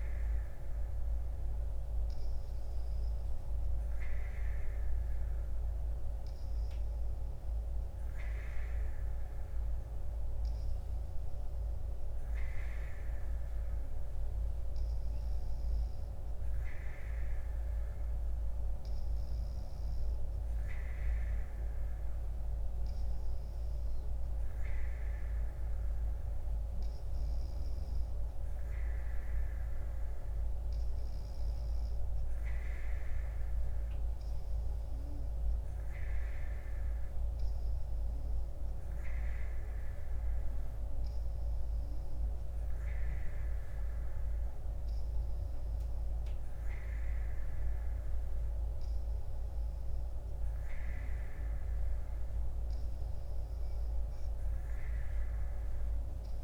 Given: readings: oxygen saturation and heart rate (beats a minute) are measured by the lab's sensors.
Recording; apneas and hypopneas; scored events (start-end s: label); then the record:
breathing in sleep, hard to hear, by a room microphone; none
none scored
From the record:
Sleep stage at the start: N3 (deep sleep); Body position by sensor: on the right side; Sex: female